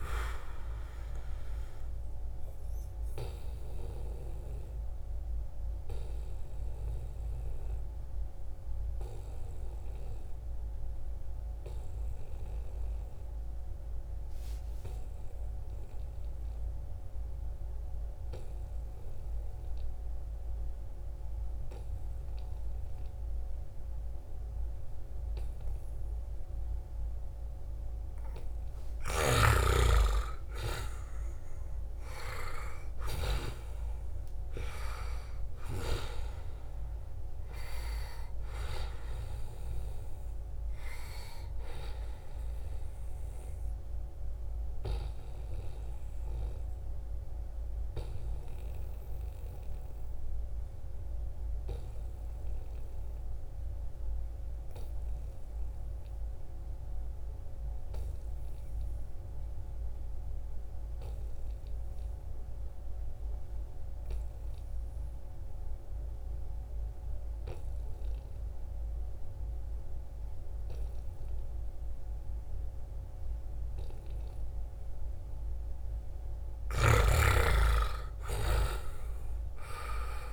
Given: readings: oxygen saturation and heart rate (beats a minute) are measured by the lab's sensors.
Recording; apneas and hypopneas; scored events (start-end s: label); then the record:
breathing in sleep by a room microphone; 2
0.00-13.00 s: oxygen desaturation (device-marked, oxygen 90% lowest, heart rate 72 extreme)
2.50-28.00 s: obstructive apnea (oxygen 97% before, 89% lowest, heart rate 76 before, 72 extreme, up 3 after)
26.00-54.00 s: oxygen desaturation (device-marked, oxygen 97% before, 89% lowest, heart rate 74 before, 68 extreme)
29.50-35.00 s: arousal
43.50-76.00 s: obstructive apnea (oxygen 97% before, 86% lowest, heart rate 76 before, 68 extreme, up 6 after)
70.00-80.33 s: oxygen desaturation (device-marked, oxygen 96% before, 86% lowest, heart rate 72 before, 68 extreme)
76.50-80.33 s: snoring (device-marked)
77.50-80.33 s: arousal
From the record:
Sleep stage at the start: N2 (light sleep); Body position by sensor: on the right side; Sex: male